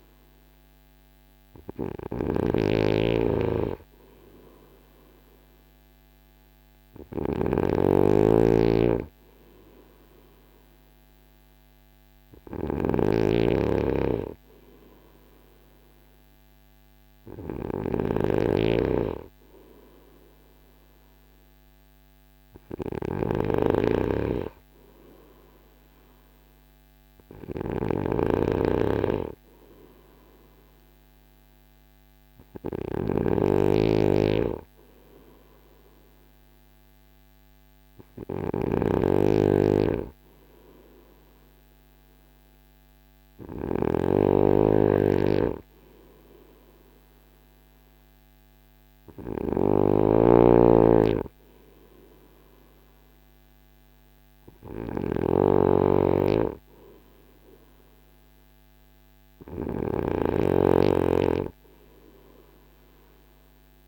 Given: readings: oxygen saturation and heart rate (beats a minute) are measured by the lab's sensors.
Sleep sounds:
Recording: breathing in sleep by a microphone on the trachea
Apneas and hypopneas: none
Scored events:
0.00-43.50 s: snoring (device-marked)
49.50-63.88 s: snoring (device-marked)
From the record:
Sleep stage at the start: N3 (deep sleep)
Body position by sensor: on the front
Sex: male

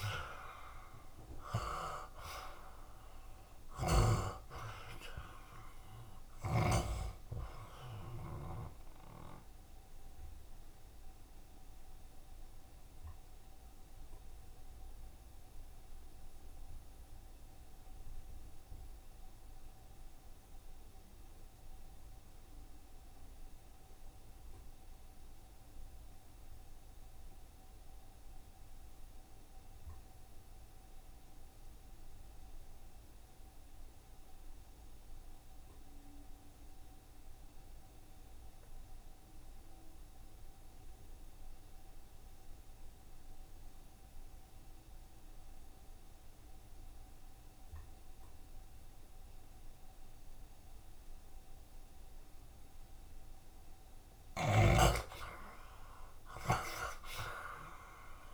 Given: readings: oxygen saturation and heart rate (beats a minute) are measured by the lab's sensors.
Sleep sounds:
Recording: breathing in sleep by a room microphone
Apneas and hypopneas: 1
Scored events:
0.00-27.50 s: oxygen desaturation (device-marked, oxygen 67% lowest, heart rate 67 extreme)
10.00-53.50 s: obstructive apnea (oxygen 73% before, 65% lowest, heart rate 75 before, 67 extreme, up 21 after)
29.50-58.34 s: oxygen desaturation (device-marked, oxygen 91% before, 65% lowest, heart rate 71 before, 66 extreme)
56.00-58.00 s: long interval between heartbeats (device-marked, heart rate 72 before, 88 extreme)
56.00-58.34 s: arousal
From the record:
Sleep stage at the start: N2 (light sleep)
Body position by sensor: on the back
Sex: male

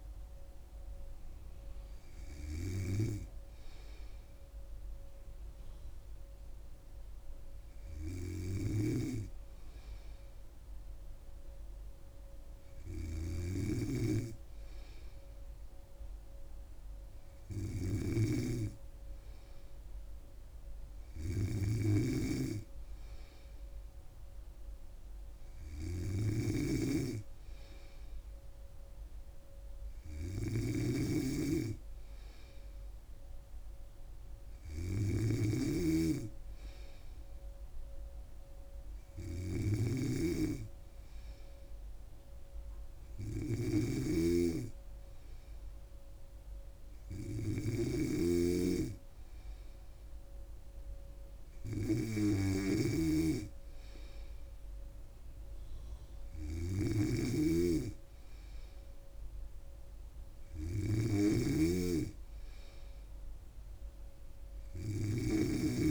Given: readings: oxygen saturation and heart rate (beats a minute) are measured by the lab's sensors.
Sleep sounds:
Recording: breathing in sleep by a room microphone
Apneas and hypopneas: none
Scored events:
13.50-65.91 s: snoring (device-marked)
From the record:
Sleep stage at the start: N3 (deep sleep)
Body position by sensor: on the back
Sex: female

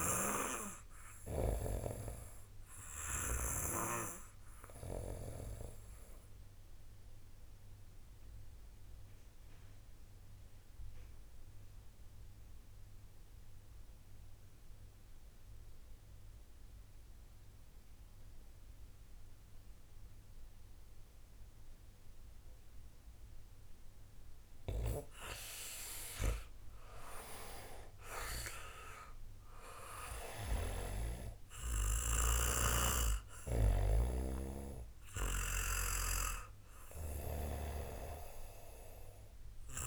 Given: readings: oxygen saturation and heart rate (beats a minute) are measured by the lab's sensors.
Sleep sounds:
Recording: breathing in sleep by a room microphone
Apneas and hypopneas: 1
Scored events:
0.00-1.50 s: snoring (device-marked)
0.00-15.00 s: oxygen desaturation (device-marked, oxygen 85% lowest)
6.00-24.00 s: obstructive apnea (oxygen 94% before, 85% lowest)
25.50-29.00 s: arousal
30.00-33.50 s: snoring (device-marked)
35.00-39.87 s: oxygen desaturation (device-marked, oxygen 96% before, 92% lowest)
From the record:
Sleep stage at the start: REM sleep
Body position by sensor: on the back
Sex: male

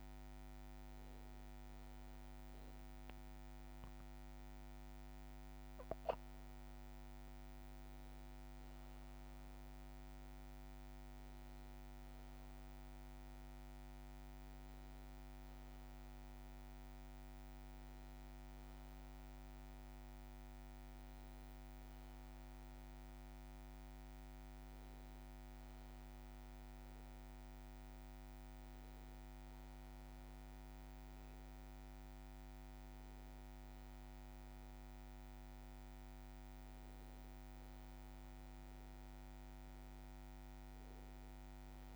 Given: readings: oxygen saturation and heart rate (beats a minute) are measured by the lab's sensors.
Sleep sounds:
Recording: breathing in sleep, hard to hear, by a microphone on the trachea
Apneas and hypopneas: none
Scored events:
18.50-41.96 s: new sleep stage, N2 (light sleep)
From the record:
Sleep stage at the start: N1 (lightest sleep)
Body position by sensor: on the back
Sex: male

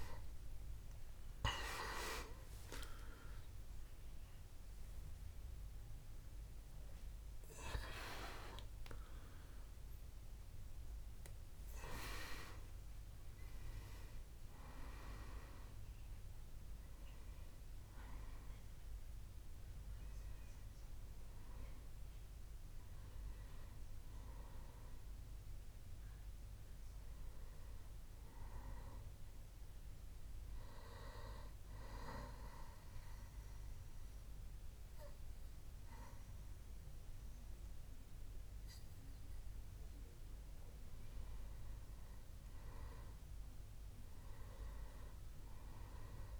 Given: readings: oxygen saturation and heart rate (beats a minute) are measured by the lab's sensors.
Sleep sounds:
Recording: breathing in sleep by a room microphone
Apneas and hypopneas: 1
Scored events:
0.00-5.00 s: arousal
0.00-27.50 s: oxygen desaturation (device-marked, oxygen 89% lowest, heart rate 63 extreme)
27.00-29.50 s: arousal
31.50-42.00 s: obstructive apnea (oxygen 99% before, 94% lowest, heart rate 72 before, 63 extreme, up 6 after)
44.00-46.40 s: arousal
From the record:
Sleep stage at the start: N2 (light sleep)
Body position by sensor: on the back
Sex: male

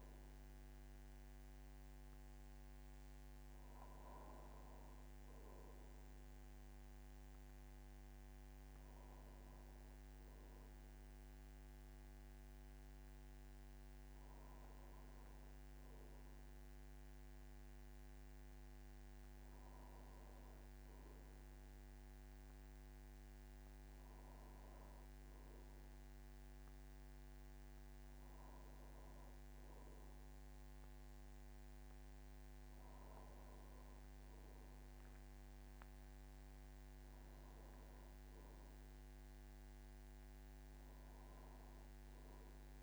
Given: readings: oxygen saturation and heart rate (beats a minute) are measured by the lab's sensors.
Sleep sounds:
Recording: a person awake in a sleep study, hard to hear, by a microphone on the trachea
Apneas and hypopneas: none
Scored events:
24.00-42.83 s: new sleep stage, N1 (lightest sleep)
From the record:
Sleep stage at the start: awake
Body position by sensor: on the back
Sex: male

